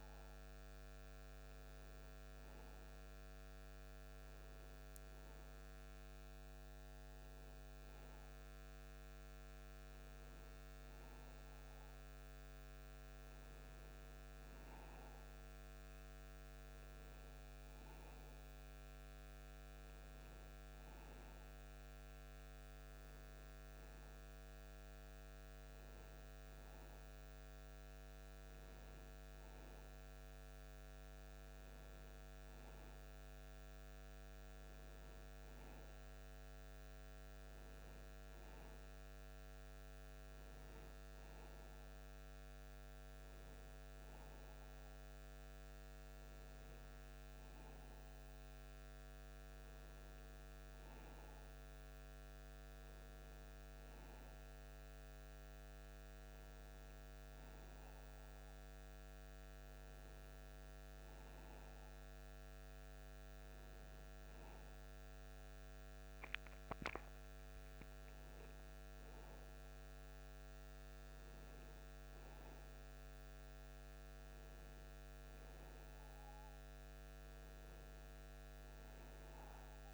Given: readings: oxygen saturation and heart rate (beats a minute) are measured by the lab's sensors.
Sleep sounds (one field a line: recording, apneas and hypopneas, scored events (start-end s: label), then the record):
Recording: a person awake in a sleep study, hard to hear, by a microphone on the trachea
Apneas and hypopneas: none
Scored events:
none scored
From the record:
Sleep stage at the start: awake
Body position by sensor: on the back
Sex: male